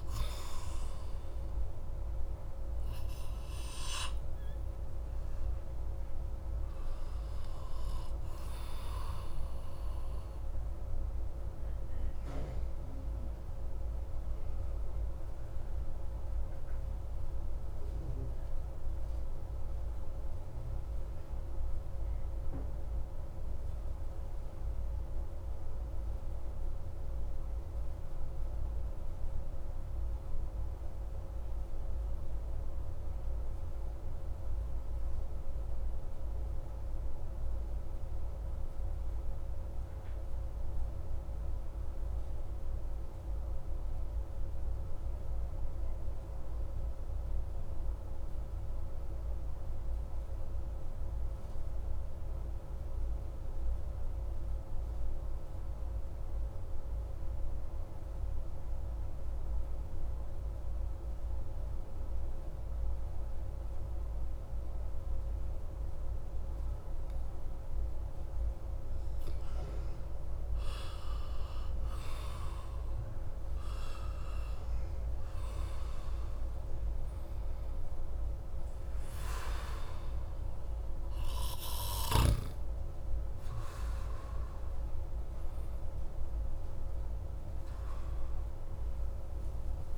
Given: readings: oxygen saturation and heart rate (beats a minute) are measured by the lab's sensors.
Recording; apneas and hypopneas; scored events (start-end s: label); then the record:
breathing in sleep, hard to hear, by a room microphone; 1
0.00-26.00 s: oxygen desaturation (device-marked, oxygen 88% lowest)
10.00-68.00 s: obstructive apnea (oxygen 96% before, 88% lowest)
56.00-89.97 s: oxygen desaturation (device-marked, oxygen 97% before, 92% lowest)
69.50-73.00 s: arousal
From the record:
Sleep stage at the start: N2 (light sleep); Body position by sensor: on the back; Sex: male